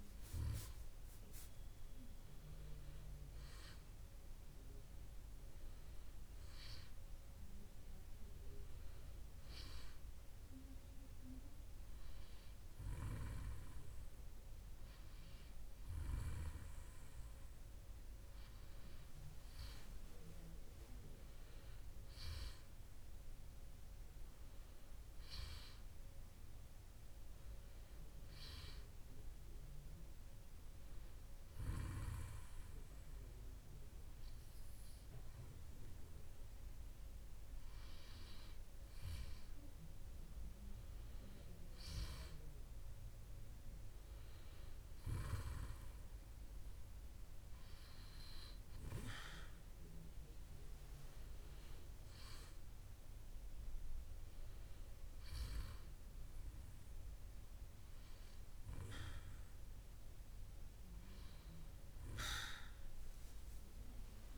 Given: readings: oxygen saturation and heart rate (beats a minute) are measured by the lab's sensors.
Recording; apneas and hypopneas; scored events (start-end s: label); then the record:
breathing in sleep by a room microphone; none
none scored
From the record:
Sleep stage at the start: N2 (light sleep); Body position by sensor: on the back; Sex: male